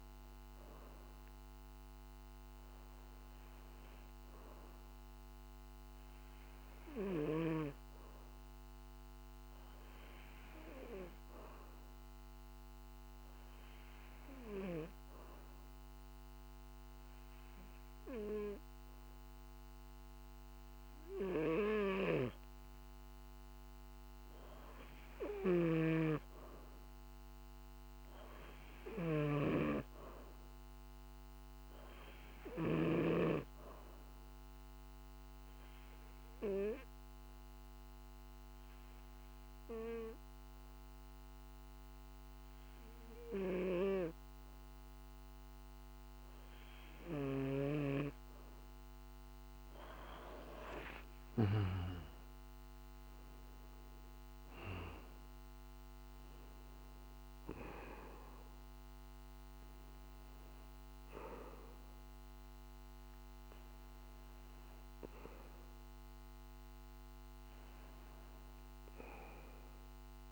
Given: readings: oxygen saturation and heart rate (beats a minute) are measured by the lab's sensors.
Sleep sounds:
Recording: breathing in sleep by a microphone on the trachea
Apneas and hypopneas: 2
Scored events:
9.00-21.50 s: obstructive apnea (oxygen 95% before, 92% lowest, heart rate 51 before, 51 extreme, up 3 after)
23.50-27.00 s: arousal
35.00-48.00 s: obstructive apnea (oxygen 95% before, 92% lowest, heart rate 52 before, 49 extreme, up 12 after)
50.50-55.50 s: arousal
From the record:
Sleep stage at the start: N2 (light sleep)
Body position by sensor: on the back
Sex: male

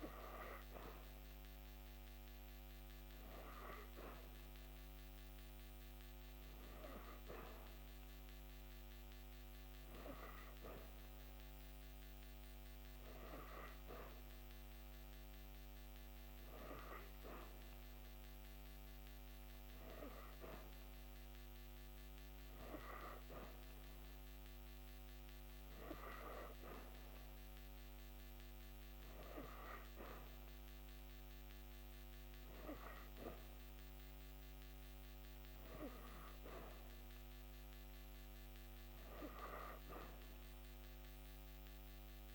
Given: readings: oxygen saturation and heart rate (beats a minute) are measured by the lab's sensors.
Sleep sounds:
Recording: breathing in sleep by a microphone on the trachea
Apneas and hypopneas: none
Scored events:
none scored
From the record:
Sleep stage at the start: N3 (deep sleep)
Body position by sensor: on the back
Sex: female

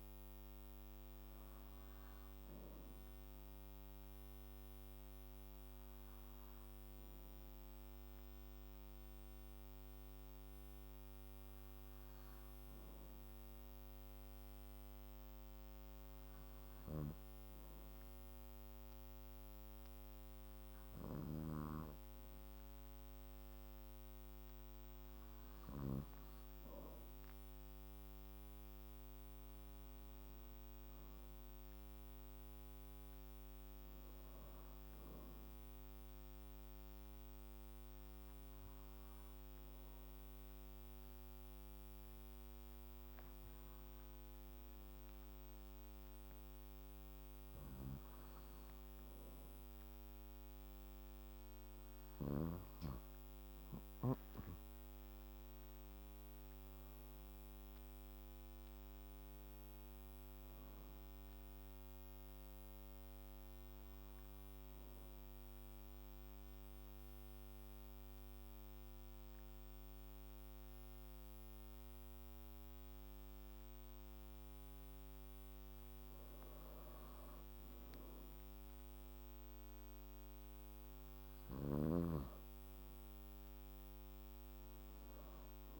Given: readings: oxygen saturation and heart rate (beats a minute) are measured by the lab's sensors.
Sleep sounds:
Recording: breathing in sleep, hard to hear, by a microphone on the trachea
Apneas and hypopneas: 3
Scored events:
7.00-25.50 s: obstructive apnea (oxygen 97% before, 93% lowest, heart rate 62 before, 63 extreme, up 1 after)
26.50-49.50 s: oxygen desaturation (device-marked, oxygen 97% before, 93% lowest, heart rate 65 before, 57 extreme)
30.00-33.50 s: arousal
37.50-51.50 s: obstructive apnea (oxygen 97% before, 93% lowest, heart rate 64 before, 57 extreme, up 6 after)
53.50-58.50 s: arousal
62.50-75.50 s: obstructive apnea (oxygen 96% before, 92% lowest, heart rate 66 before, 57 extreme, up 6 after)
77.00-81.50 s: arousal
From the record:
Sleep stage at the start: N2 (light sleep)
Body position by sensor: on the back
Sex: male

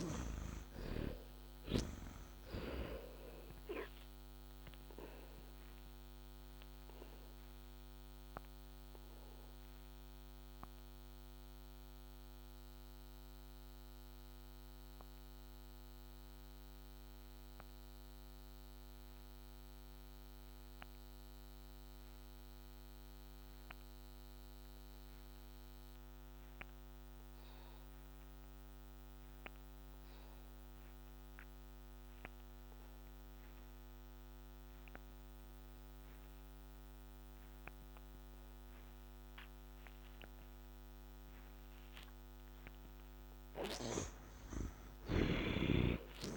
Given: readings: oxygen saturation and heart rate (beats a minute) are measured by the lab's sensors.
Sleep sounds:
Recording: breathing in sleep by a microphone on the trachea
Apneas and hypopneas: 1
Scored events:
0.00-1.50 s: arousal
0.00-28.00 s: oxygen desaturation (device-marked, oxygen 56% lowest, heart rate 66 extreme)
4.00-42.00 s: obstructive apnea (oxygen 89% before, 56% lowest, heart rate 74 before, 61 extreme, up 10 after)
30.00-46.36 s: oxygen desaturation (device-marked, oxygen 91% before, 56% lowest, heart rate 68 before, 61 extreme)
44.00-46.36 s: arousal
From the record:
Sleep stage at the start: N2 (light sleep)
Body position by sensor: on the back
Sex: male

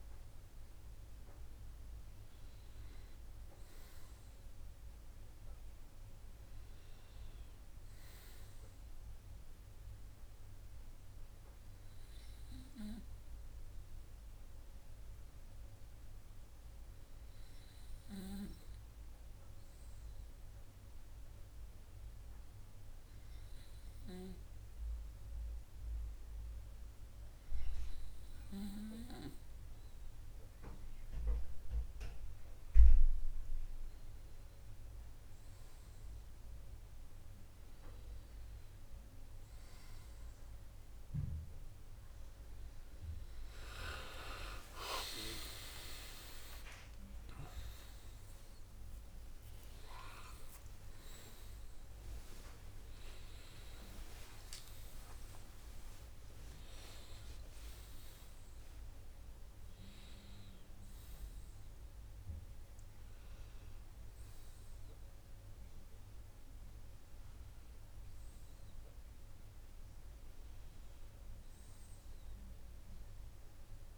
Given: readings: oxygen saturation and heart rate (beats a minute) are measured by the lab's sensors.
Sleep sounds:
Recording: a person partly awake in a sleep study, by a room microphone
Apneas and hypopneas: 1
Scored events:
4.50-8.00 s: arousal
14.50-31.00 s: hypopnea (oxygen 99% before, 97% lowest, heart rate 112 before, 140 extreme, up 29 after)
25.50-55.50 s: new sleep stage, awake
55.50-73.98 s: new sleep stage, N1 (lightest sleep)
From the record:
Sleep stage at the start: N2 (light sleep)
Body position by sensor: on the right side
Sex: male

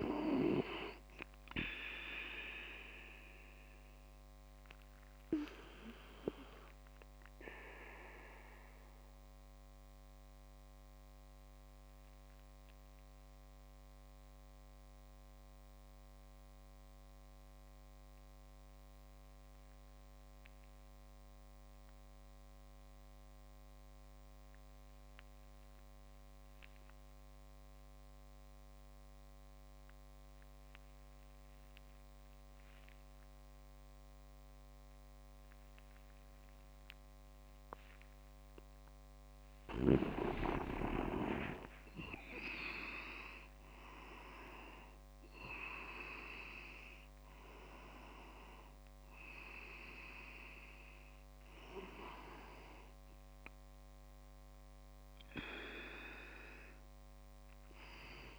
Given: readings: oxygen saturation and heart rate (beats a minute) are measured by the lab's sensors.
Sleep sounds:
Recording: breathing in sleep by a microphone on the trachea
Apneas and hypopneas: 1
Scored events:
0.00-5.00 s: oxygen desaturation (device-marked, oxygen 94% lowest, heart rate 29 extreme)
6.50-38.50 s: mixed apnea (oxygen 98% before, 93% lowest, heart rate 54 before, 35 extreme, up 0 after)
35.00-58.39 s: oxygen desaturation (device-marked, oxygen 99% before, 93% lowest, heart rate 62 before, 35 extreme)
39.50-44.00 s: leg movement (device-marked)
40.50-44.50 s: arousal
From the record:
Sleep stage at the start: N2 (light sleep)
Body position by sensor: on the back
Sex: male

